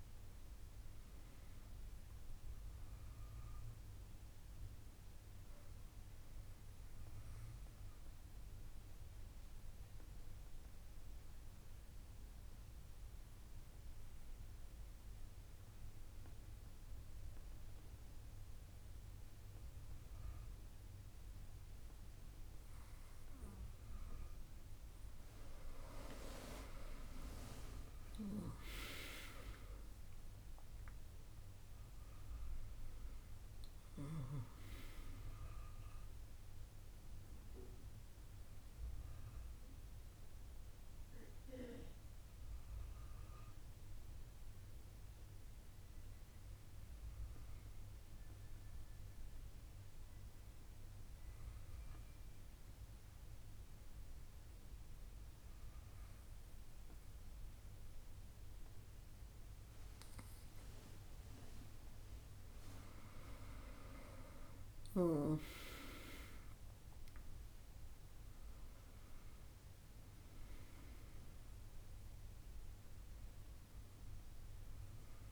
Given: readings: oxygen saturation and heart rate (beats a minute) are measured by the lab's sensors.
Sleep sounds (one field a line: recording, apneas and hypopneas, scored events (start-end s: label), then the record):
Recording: breathing in sleep by a room microphone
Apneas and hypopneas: 2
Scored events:
3.00-25.00 s: obstructive apnea (oxygen 98% before, 91% lowest, heart rate 73 before, 68 extreme, up 7 after)
26.50-31.50 s: arousal
28.00-51.00 s: oxygen desaturation (device-marked, oxygen 97% before, 91% lowest, heart rate 71 before, 68 extreme)
40.50-61.50 s: obstructive apnea (oxygen 97% before, 91% lowest, heart rate 73 before, 68 extreme, up 7 after)
64.00-69.00 s: arousal
72.00-75.31 s: oxygen desaturation (device-marked, oxygen 97% before, 93% lowest, heart rate 72 before, 65 extreme)
From the record:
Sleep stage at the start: N2 (light sleep)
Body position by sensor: on the back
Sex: female